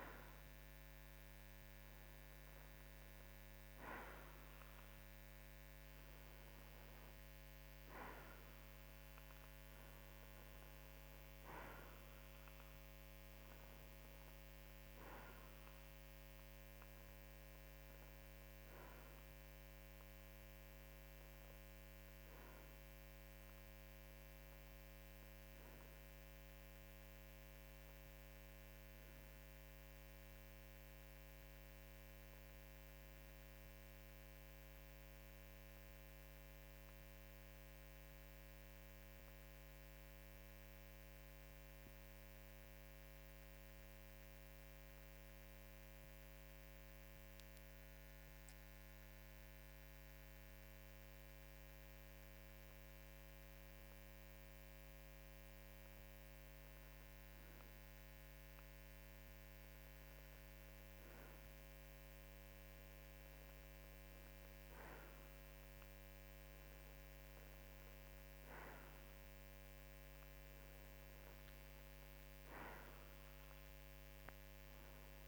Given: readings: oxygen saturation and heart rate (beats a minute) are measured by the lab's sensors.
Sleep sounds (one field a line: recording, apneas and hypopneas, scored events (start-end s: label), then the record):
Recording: breathing in sleep, hard to hear, by a microphone on the trachea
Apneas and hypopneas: 1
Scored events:
33.50-56.50 s: obstructive apnea (oxygen 94% before, 93% lowest, heart rate 55 before, 52 extreme, up 1 after)
58.50-63.00 s: arousal
From the record:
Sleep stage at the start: N2 (light sleep)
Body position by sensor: on the right side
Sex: male